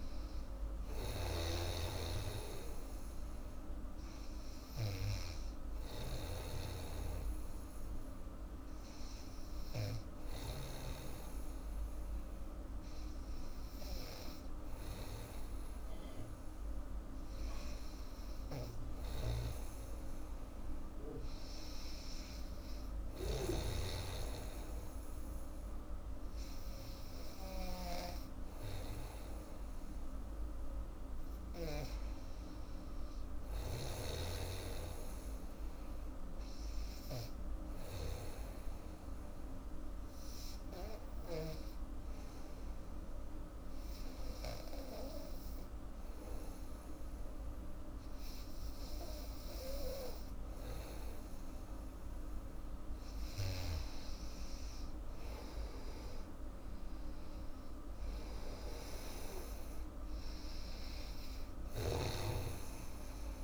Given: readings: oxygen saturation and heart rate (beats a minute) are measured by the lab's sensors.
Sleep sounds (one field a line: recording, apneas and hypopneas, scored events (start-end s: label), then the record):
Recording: breathing in sleep by a room microphone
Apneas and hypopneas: 1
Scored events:
0.00-11.00 s: snoring (device-marked)
19.00-34.00 s: snoring (device-marked)
39.00-52.50 s: obstructive apnea (oxygen 97% before, 91% lowest, heart rate 80 before, 74 extreme, up 9 after)
52.00-63.44 s: oxygen desaturation (device-marked, oxygen 95% before, 92% lowest, heart rate 80 before, 68 extreme)
55.50-60.00 s: arousal
61.50-63.44 s: snoring (device-marked)
From the record:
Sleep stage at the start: N2 (light sleep)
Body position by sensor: on the back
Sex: female